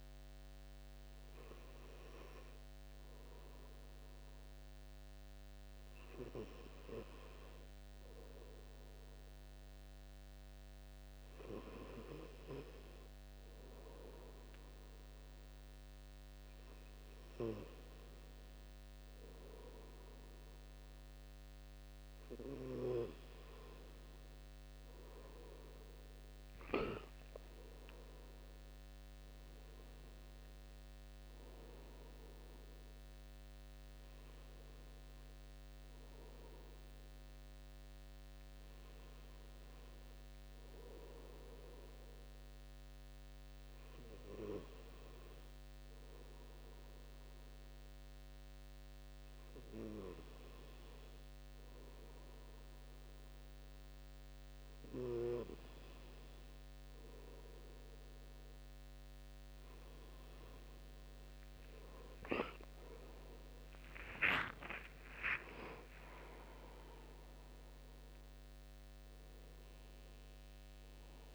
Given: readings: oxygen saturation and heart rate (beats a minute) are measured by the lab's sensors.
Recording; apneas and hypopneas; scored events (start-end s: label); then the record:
breathing in sleep by a microphone on the trachea; none
28.00-32.00 s: arousal
64.50-69.00 s: arousal
From the record:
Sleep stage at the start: N2 (light sleep); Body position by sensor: on the front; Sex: male